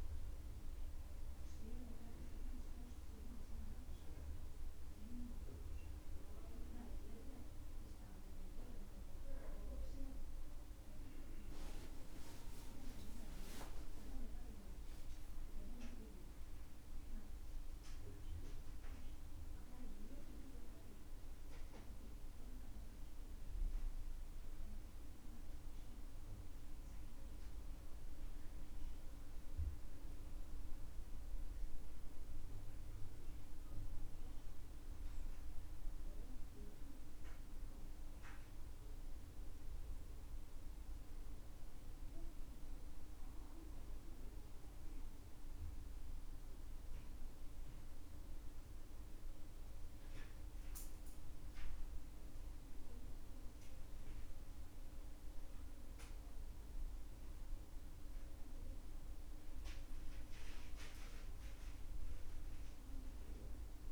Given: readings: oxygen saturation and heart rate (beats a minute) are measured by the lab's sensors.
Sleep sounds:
a person partly awake in a sleep study, by a room microphone; none
10.50-63.92 s: new sleep stage, N2 (light sleep)
From the record:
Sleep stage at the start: awake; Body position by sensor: on the right side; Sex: male

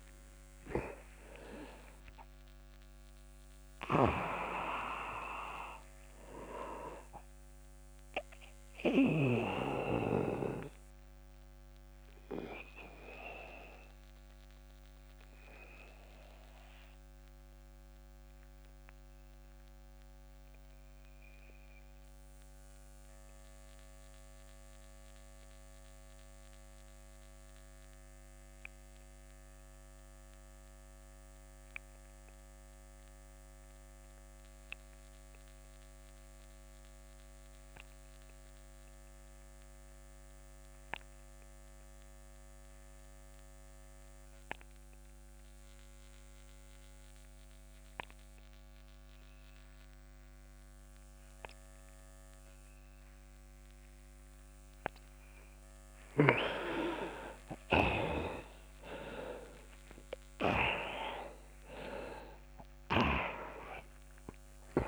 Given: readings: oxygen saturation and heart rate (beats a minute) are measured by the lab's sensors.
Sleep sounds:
breathing in sleep by a microphone on the trachea; 1
0.00-27.00 s: oxygen desaturation (device-marked, oxygen 81% lowest)
8.50-54.50 s: obstructive apnea (oxygen 97% before, 81% lowest)
46.00-64.87 s: oxygen desaturation (device-marked, oxygen 99% before, 83% lowest)
57.00-62.00 s: arousal
From the record:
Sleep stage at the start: N2 (light sleep); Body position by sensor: on the back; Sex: male

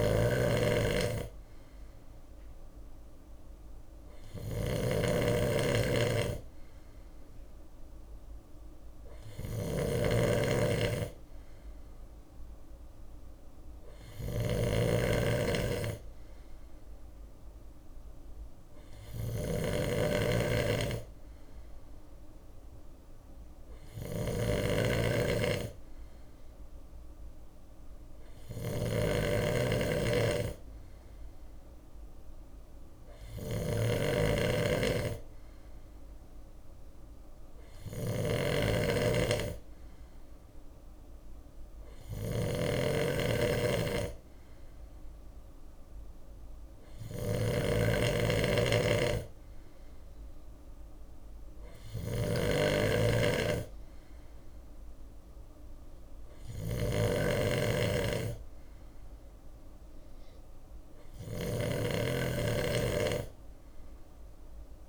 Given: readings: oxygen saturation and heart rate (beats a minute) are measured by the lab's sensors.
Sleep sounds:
breathing in sleep by a room microphone; none
0.00-64.89 s: bradycardia (device-marked, heart rate 55 extreme)
0.00-64.89 s: snoring (device-marked)
From the record:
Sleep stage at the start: N2 (light sleep); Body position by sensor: on the left side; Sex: male

